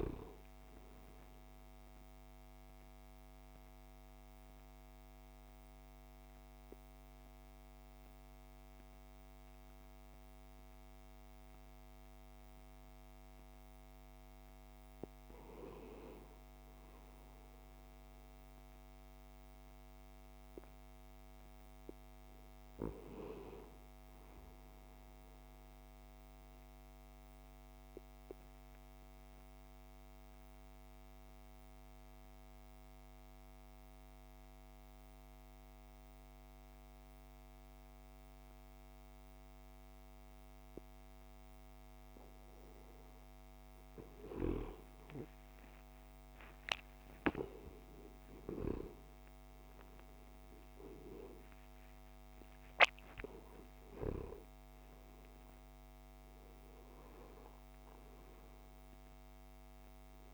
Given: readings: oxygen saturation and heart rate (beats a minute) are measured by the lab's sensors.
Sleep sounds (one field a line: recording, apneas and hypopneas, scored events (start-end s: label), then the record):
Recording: breathing in sleep by a microphone on the trachea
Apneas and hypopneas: 2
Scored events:
3.50-14.50 s: central apnea (oxygen 99% before, 90% lowest)
5.50-60.34 s: new sleep stage, N2 (light sleep)
17.00-20.50 s: arousal
22.50-32.50 s: oxygen desaturation (device-marked, oxygen 98% before, 94% lowest)
27.50-43.50 s: central apnea (oxygen 99% before, 90% lowest)
45.50-49.50 s: arousal
49.50-60.34 s: oxygen desaturation (device-marked, oxygen 97% before, 90% lowest)
From the record:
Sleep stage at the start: N1 (lightest sleep)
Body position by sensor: on the back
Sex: male